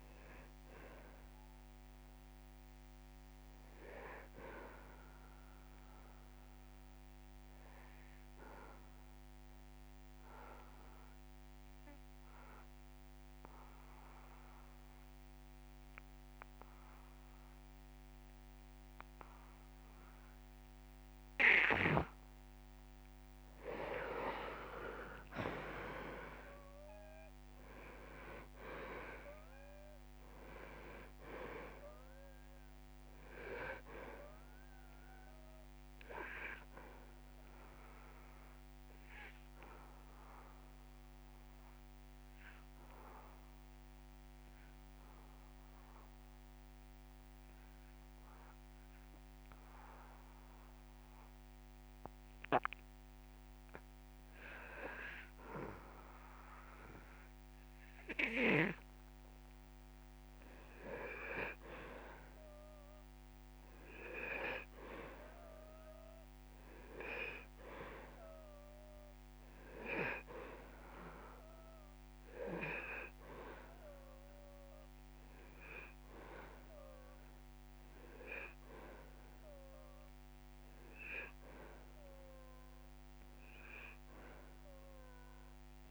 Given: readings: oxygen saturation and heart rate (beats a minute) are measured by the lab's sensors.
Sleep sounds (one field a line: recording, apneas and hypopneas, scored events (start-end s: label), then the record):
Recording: breathing in sleep by a microphone on the trachea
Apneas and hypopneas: 2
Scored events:
1.50-5.00 s: arousal
4.00-6.00 s: long interval between heartbeats (device-marked)
6.50-22.50 s: obstructive apnea (oxygen 97% before, 86% lowest)
10.50-17.50 s: drop in pulse transit time (device-marked)
12.50-14.50 s: long interval between heartbeats (device-marked)
24.00-26.50 s: arousal
26.50-63.50 s: oxygen desaturation (device-marked, oxygen 97% before, 86% lowest)
38.00-59.00 s: obstructive apnea (oxygen 97% before, 86% lowest)
63.00-67.00 s: arousal
69.50-85.50 s: oxygen desaturation (device-marked, oxygen 99% before, 91% lowest)
From the record:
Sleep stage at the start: N2 (light sleep)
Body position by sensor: on the back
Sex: male